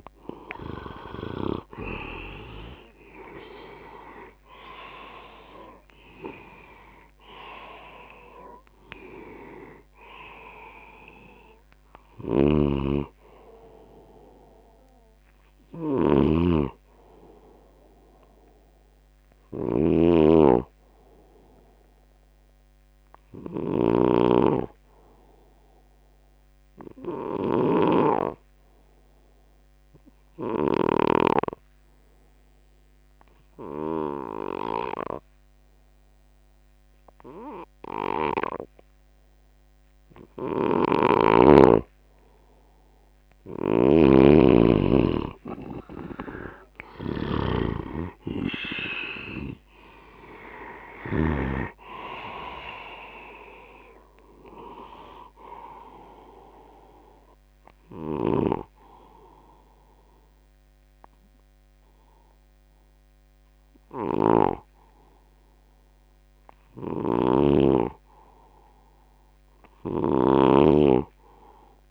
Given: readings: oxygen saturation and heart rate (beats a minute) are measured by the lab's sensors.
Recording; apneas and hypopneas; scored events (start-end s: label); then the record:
breathing in sleep by a microphone on the trachea; 1
0.00-24.00 s: oxygen desaturation (device-marked, oxygen 89% lowest, heart rate 62 extreme)
1.50-6.50 s: arousal
12.00-31.00 s: snoring (device-marked)
25.50-40.50 s: obstructive apnea (oxygen 97% before, 85% lowest, heart rate 81 before, 65 extreme, up 15 after)
40.50-51.50 s: snoring (device-marked)
41.00-71.91 s: oxygen desaturation (device-marked, oxygen 98% before, 85% lowest, heart rate 72 before, 63 extreme)
42.50-46.00 s: arousal
58.00-71.91 s: snoring (device-marked)
From the record:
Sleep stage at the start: N2 (light sleep); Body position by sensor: on the left side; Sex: male